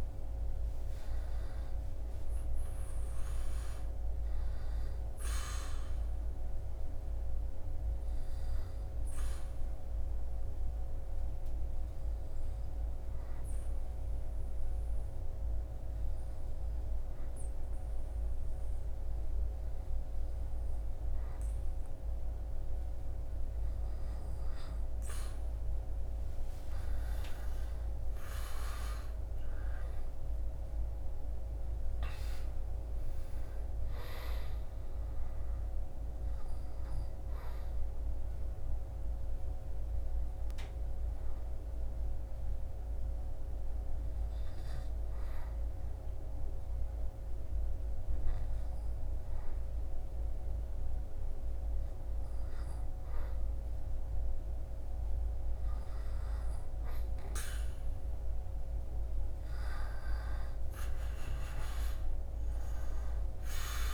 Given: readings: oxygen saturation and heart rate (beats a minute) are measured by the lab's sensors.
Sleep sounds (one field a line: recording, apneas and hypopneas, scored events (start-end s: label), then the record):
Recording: breathing in sleep, hard to hear, by a room microphone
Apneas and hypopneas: 2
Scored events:
7.00-24.00 s: obstructive apnea (oxygen 98% before, 96% lowest, heart rate 67 before, 59 extreme, up 14 after)
27.50-31.50 s: arousal
37.50-53.00 s: obstructive apnea (oxygen 99% before, 96% lowest, heart rate 70 before, 60 extreme, up 5 after)
54.00-58.00 s: arousal
From the record:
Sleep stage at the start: N2 (light sleep)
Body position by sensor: on the back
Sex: male